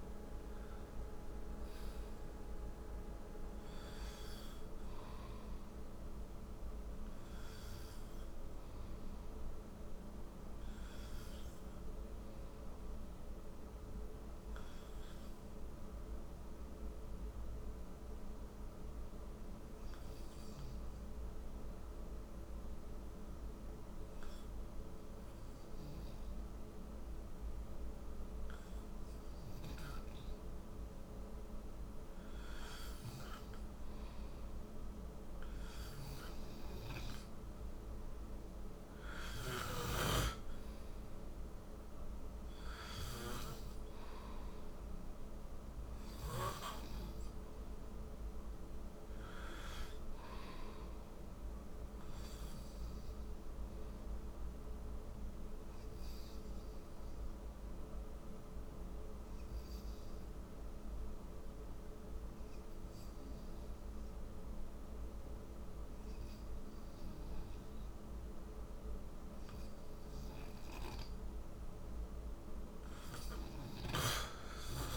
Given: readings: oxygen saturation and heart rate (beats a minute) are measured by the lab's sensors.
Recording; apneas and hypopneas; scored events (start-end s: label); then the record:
breathing in sleep, hard to hear, by a room microphone; 2
0.00-3.00 s: arousal
0.00-9.50 s: oxygen desaturation (device-marked, oxygen 93% lowest, heart rate 56 extreme)
7.50-31.50 s: obstructive apnea (oxygen 98% before, 90% lowest, heart rate 63 before, 56 extreme, up 2 after)
34.50-38.50 s: arousal
36.50-60.50 s: oxygen desaturation (device-marked, oxygen 97% before, 91% lowest, heart rate 60 before, 59 extreme)
52.00-70.50 s: obstructive apnea (oxygen 97% before, 90% lowest, heart rate 62 before, 55 extreme, up 7 after)
73.00-74.96 s: snoring (device-marked)
From the record:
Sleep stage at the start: N2 (light sleep); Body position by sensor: on the right side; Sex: male